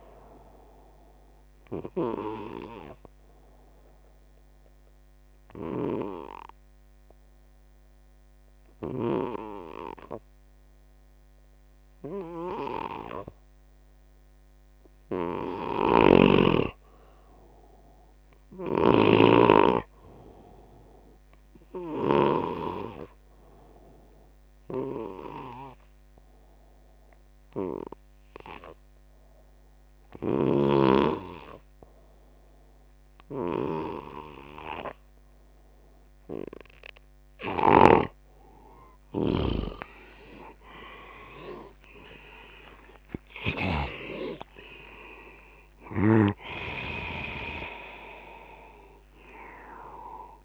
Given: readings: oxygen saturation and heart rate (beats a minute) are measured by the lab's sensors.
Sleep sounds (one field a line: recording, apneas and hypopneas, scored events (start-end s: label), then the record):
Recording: breathing in sleep by a microphone on the trachea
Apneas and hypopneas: 2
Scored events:
0.00-2.00 s: snoring (device-marked)
0.00-17.00 s: oxygen desaturation (device-marked, oxygen 86% lowest, heart rate 54 extreme)
1.50-14.00 s: obstructive apnea (oxygen 98% before, 86% lowest, heart rate 69 before, 54 extreme, up 7 after)
15.50-22.50 s: snoring (device-marked)
17.00-20.00 s: arousal
26.00-37.50 s: obstructive apnea (oxygen 98% before, 90% lowest, heart rate 74 before, 54 extreme, up 39 after)
30.00-38.00 s: snoring (device-marked)
31.00-35.00 s: bradycardia (device-marked, heart rate 77 before, 54 extreme)
40.50-46.00 s: arousal
From the record:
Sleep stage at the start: N2 (light sleep)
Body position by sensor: on the left side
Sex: male